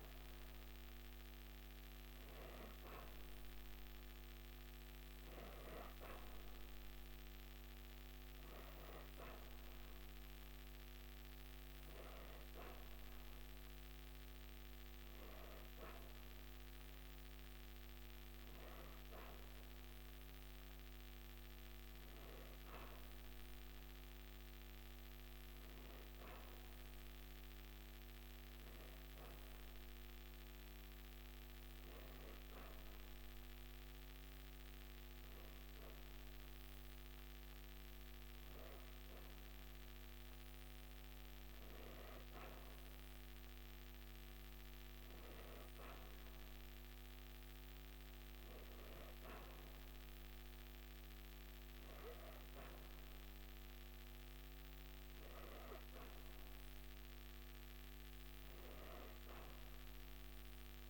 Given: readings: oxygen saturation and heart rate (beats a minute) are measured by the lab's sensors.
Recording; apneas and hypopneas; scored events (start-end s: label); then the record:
breathing in sleep, hard to hear, by a microphone on the trachea; none
9.50-60.90 s: new sleep stage, N3 (deep sleep)
From the record:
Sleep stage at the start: N2 (light sleep); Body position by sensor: on the back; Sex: female